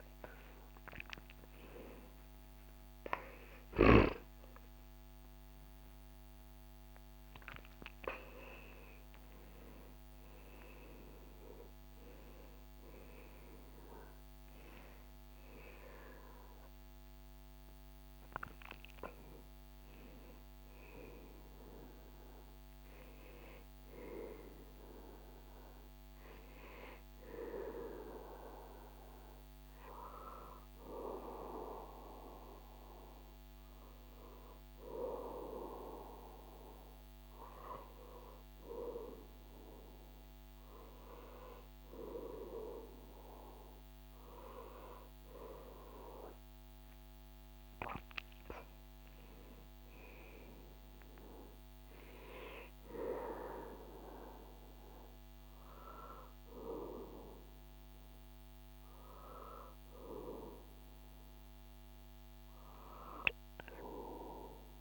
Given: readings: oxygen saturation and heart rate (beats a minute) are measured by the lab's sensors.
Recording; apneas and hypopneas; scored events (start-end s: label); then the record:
a person partly awake in a sleep study, by a microphone on the trachea; none
30.50-60.50 s: new sleep stage, N1 (lightest sleep)
60.50-64.81 s: new sleep stage, N2 (light sleep)
From the record:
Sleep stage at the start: awake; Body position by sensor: on the back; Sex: male